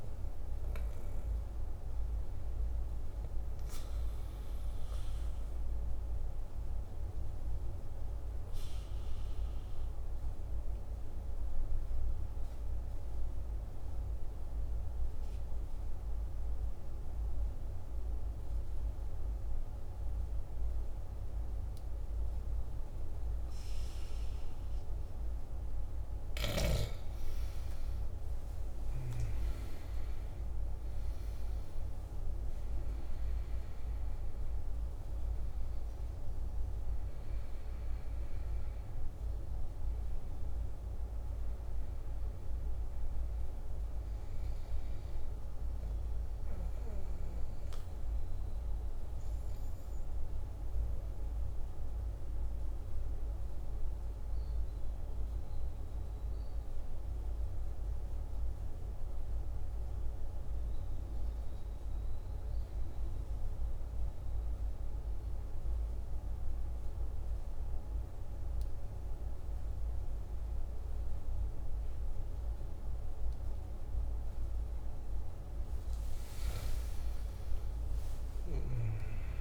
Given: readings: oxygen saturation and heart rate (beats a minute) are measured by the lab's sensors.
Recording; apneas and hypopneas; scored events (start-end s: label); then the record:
breathing in sleep, hard to hear, by a room microphone; 2
5.50-26.50 s: obstructive apnea (oxygen 97% before, 93% lowest, heart rate 54 before, 50 extreme, up 9 after)
27.50-32.50 s: arousal
30.00-79.41 s: new sleep stage, N2 (light sleep)
36.00-54.00 s: oxygen desaturation (device-marked, oxygen 97% before, 94% lowest, heart rate 54 before, 50 extreme)
51.00-75.00 s: mixed apnea (oxygen 98% before, 91% lowest, heart rate 54 before, 50 extreme, up 11 after)
72.00-79.41 s: oxygen desaturation (device-marked, oxygen 99% before, 91% lowest, heart rate 51 before, 50 extreme)
76.50-79.41 s: arousal
From the record:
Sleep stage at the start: N1 (lightest sleep); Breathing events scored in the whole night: 186 in 5.5 hours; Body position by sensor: on the back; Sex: male